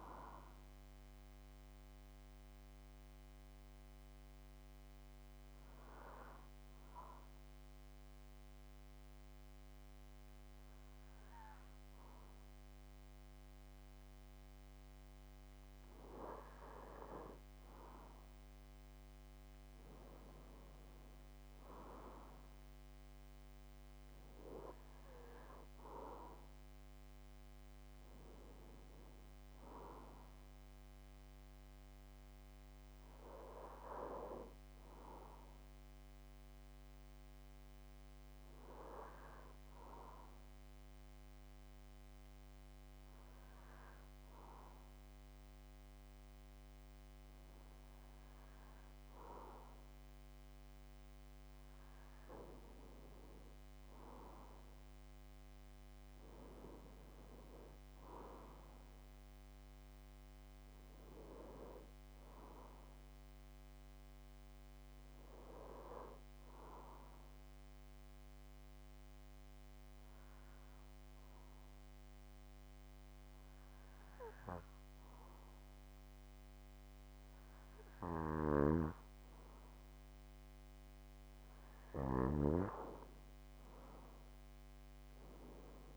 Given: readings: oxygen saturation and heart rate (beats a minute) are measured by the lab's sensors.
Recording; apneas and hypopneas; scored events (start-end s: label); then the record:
breathing in sleep by a microphone on the trachea; 3
0.00-11.00 s: oxygen desaturation (device-marked, oxygen 89% lowest)
1.50-15.00 s: obstructive apnea (oxygen 96% before, 89% lowest)
18.00-22.00 s: arousal
20.00-39.00 s: oxygen desaturation (device-marked, oxygen 96% before, 91% lowest)
37.50-49.00 s: hypopnea (oxygen 96% before, 91% lowest)
51.50-55.50 s: arousal
66.50-80.00 s: obstructive apnea (oxygen 95% before, 91% lowest)
82.00-85.97 s: arousal
From the record:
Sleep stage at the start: N2 (light sleep); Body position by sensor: on the back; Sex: male